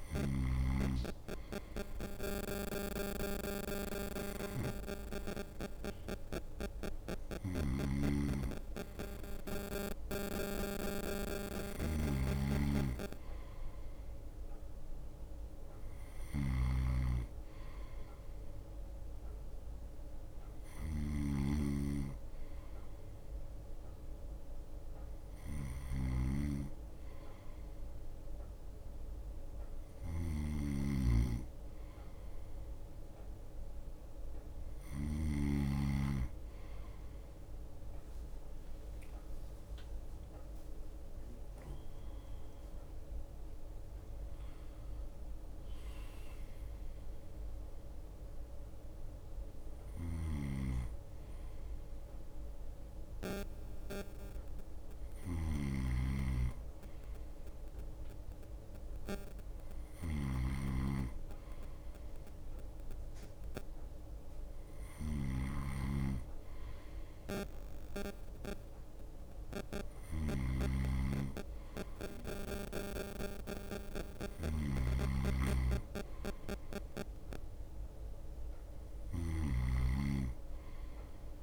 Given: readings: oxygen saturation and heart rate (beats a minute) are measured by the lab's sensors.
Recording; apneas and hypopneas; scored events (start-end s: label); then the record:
breathing in sleep by a room microphone; none
0.00-1.00 s: long interval between heartbeats (device-marked, heart rate 44 extreme)
0.00-5.50 s: snoring (device-marked)
0.00-12.50 s: bradycardia (device-marked)
7.00-9.00 s: long interval between heartbeats (device-marked, heart rate 39 before, 38 extreme)
7.50-35.50 s: snoring (device-marked)
13.50-69.50 s: bradycardia (device-marked)
20.50-22.50 s: long interval between heartbeats (device-marked, heart rate 46 before, 53 extreme)
23.50-31.50 s: drop in pulse transit time (device-marked, heart rate 49 before, 31 extreme)
25.50-27.50 s: long interval between heartbeats (device-marked, heart rate 49 before, 44 extreme)
29.50-31.50 s: long interval between heartbeats (device-marked, heart rate 50 before, 39 extreme)
36.00-38.00 s: long interval between heartbeats (device-marked, heart rate 44 before, 27 extreme)
39.50-49.50 s: drop in pulse transit time (device-marked, heart rate 38 before, 37 extreme)
40.50-42.50 s: long interval between heartbeats (device-marked, heart rate 38 before, 55 extreme)
45.00-47.00 s: long interval between heartbeats (device-marked, heart rate 38 before, 47 extreme)
49.00-51.00 s: long interval between heartbeats (device-marked, heart rate 39 before, 43 extreme)
50.50-81.43 s: snoring (device-marked)
55.00-57.00 s: long interval between heartbeats (device-marked, heart rate 41 before, 43 extreme)
60.00-62.00 s: long interval between heartbeats (device-marked, heart rate 45 before, 53 extreme)
64.00-66.00 s: long interval between heartbeats (device-marked, heart rate 44 before, 45 extreme)
68.00-70.00 s: long interval between heartbeats (device-marked, heart rate 43 before, 37 extreme)
From the record:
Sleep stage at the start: N2 (light sleep); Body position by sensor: on the right side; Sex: male